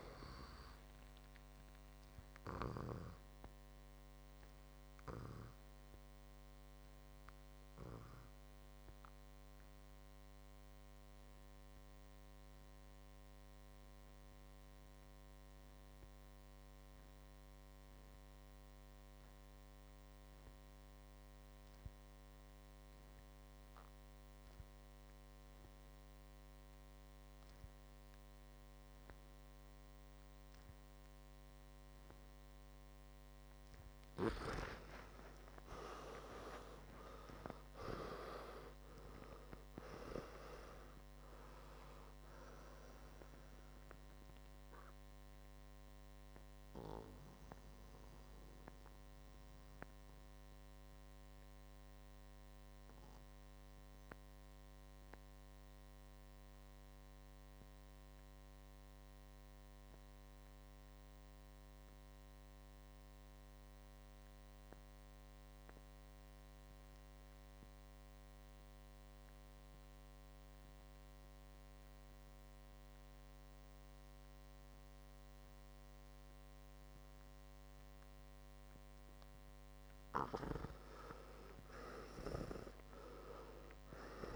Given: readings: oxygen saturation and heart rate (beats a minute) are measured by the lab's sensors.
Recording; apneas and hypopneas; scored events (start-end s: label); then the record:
breathing in sleep by a microphone on the trachea; 2
4.50-31.50 s: obstructive apnea (oxygen 99% before, 87% lowest, heart rate 58 before, 53 extreme, up 15 after)
6.00-21.00 s: oxygen desaturation (device-marked, oxygen 96% before, 91% lowest, heart rate 57 before, 55 extreme)
33.00-64.00 s: oxygen desaturation (device-marked, oxygen 98% before, 87% lowest, heart rate 57 before, 53 extreme)
33.50-39.50 s: arousal
44.00-79.50 s: mixed apnea (oxygen 98% before, 85% lowest, heart rate 64 before, 53 extreme, up 4 after)
76.00-84.35 s: oxygen desaturation (device-marked, oxygen 100% before, 85% lowest, heart rate 61 before, 53 extreme)
82.00-84.35 s: arousal
From the record:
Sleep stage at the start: REM sleep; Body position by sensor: on the right side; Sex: male